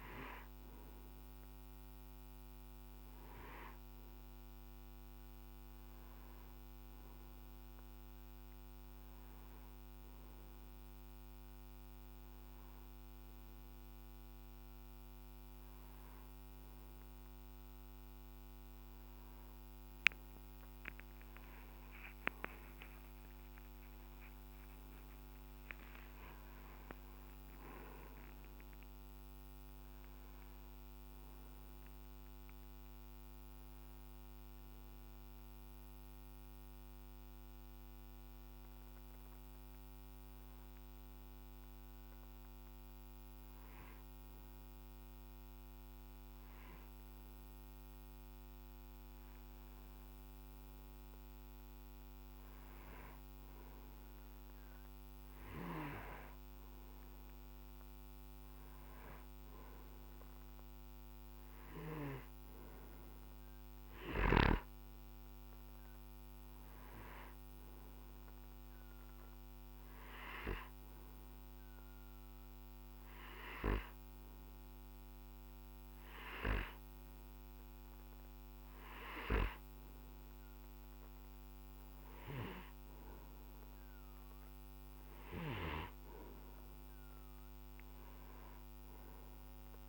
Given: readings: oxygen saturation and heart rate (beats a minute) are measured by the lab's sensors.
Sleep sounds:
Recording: breathing in sleep by a microphone on the trachea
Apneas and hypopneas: 2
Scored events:
22.50-27.50 s: arousal
35.00-47.00 s: hypopnea (oxygen 94% before, 91% lowest, heart rate 68 before, 56 extreme, up 6 after)
51.00-70.00 s: oxygen desaturation (device-marked, oxygen 96% before, 91% lowest, heart rate 62 before, 56 extreme)
51.50-56.50 s: arousal
65.50-81.00 s: hypopnea (oxygen 96% before, 91% lowest, heart rate 60 before, 56 extreme, up 10 after)
84.00-89.89 s: oxygen desaturation (device-marked, oxygen 94% before, 91% lowest, heart rate 60 before, 59 extreme)
86.00-89.89 s: arousal
From the record:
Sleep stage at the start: N2 (light sleep)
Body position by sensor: on the right side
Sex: male

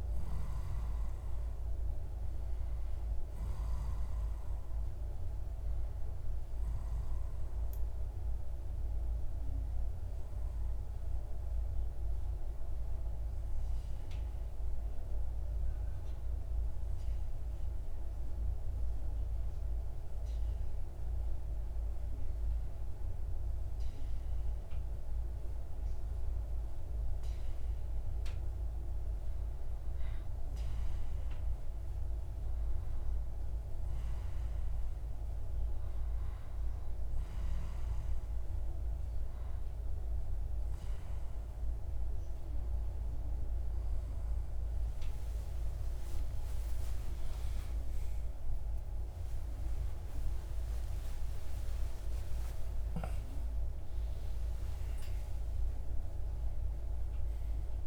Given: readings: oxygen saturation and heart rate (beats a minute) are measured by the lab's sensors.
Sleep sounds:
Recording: breathing in sleep, hard to hear, by a room microphone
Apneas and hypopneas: 1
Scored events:
7.50-26.50 s: obstructive apnea (oxygen 96% before, 91% lowest)
45.00-52.00 s: arousal
47.50-57.87 s: new sleep stage, N1 (lightest sleep)
From the record:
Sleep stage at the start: N2 (light sleep)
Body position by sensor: on the back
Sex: male

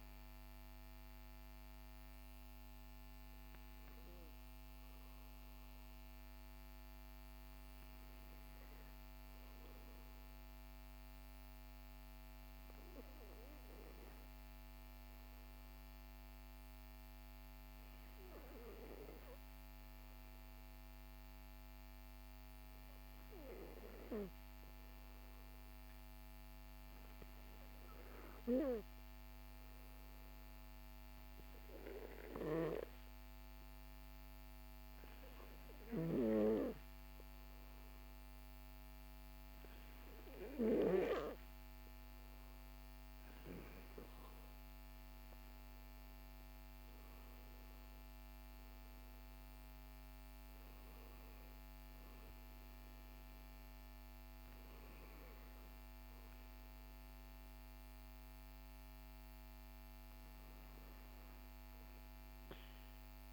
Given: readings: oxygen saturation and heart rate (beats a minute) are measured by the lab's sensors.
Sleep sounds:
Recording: breathing in sleep by a microphone on the trachea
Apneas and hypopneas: 1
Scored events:
10.50-40.50 s: hypopnea (oxygen 97% before, 94% lowest, heart rate 49 before, 46 extreme, up 17 after)
43.50-47.50 s: arousal
From the record:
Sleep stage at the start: N2 (light sleep)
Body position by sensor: on the back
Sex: male

